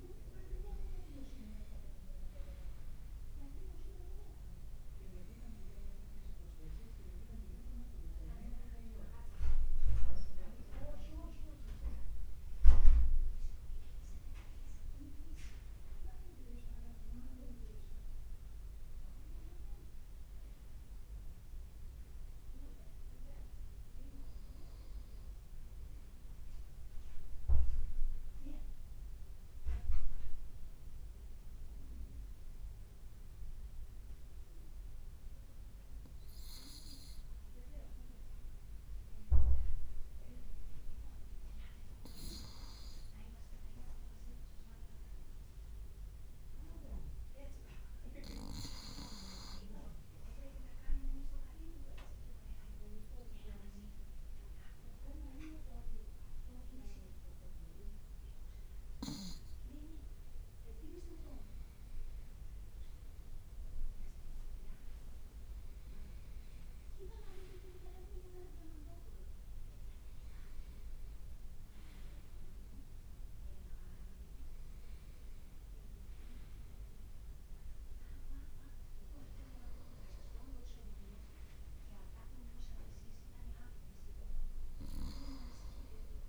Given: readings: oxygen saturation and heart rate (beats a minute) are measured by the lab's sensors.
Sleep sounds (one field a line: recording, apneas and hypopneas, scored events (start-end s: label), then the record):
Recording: breathing in sleep by a room microphone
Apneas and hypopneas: 1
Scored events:
24.00-28.00 s: arousal
33.50-58.00 s: hypopnea (oxygen 98% before, 95% lowest, heart rate 57 before, 54 extreme, up 2 after)
60.00-64.00 s: arousal
63.50-66.00 s: leg movement (device-marked)
76.00-83.50 s: leg movement (device-marked)
From the record:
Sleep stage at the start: N2 (light sleep)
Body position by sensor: on the right side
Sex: male